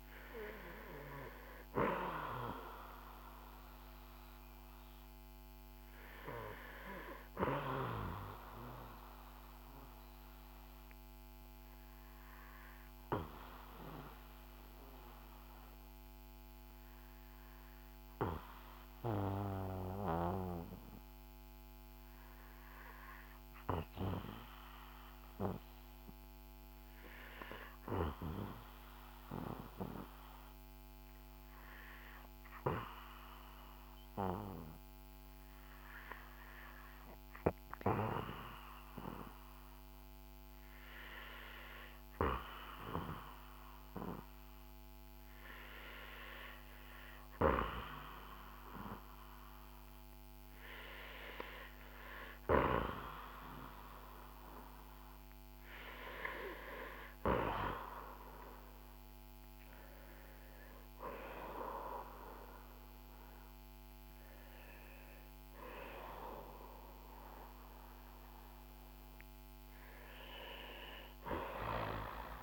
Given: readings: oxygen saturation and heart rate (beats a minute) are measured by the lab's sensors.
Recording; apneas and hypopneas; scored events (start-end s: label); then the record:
breathing in sleep by a microphone on the trachea; 1
0.00-24.00 s: oxygen desaturation (device-marked, oxygen 92% lowest, heart rate 54 extreme)
10.00-41.00 s: obstructive apnea (oxygen 97% before, 89% lowest, heart rate 60 before, 57 extreme, up 4 after)
44.50-49.50 s: arousal
54.00-72.43 s: oxygen desaturation (device-marked, oxygen 94% before, 89% lowest, heart rate 61 before, 51 extreme)
From the record:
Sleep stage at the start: REM sleep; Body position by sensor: on the back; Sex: male